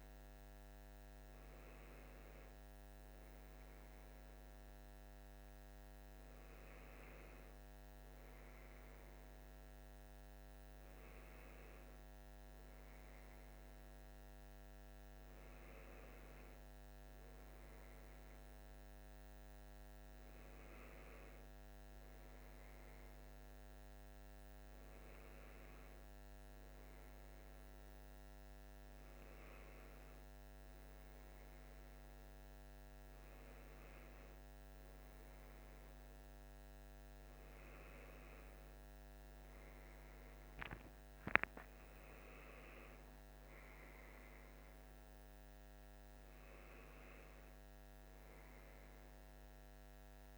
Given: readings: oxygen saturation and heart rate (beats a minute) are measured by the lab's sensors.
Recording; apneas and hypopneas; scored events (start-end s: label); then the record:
breathing in sleep, hard to hear, by a microphone on the trachea; none
none scored
From the record:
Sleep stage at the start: N1 (lightest sleep); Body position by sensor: on the left side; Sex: male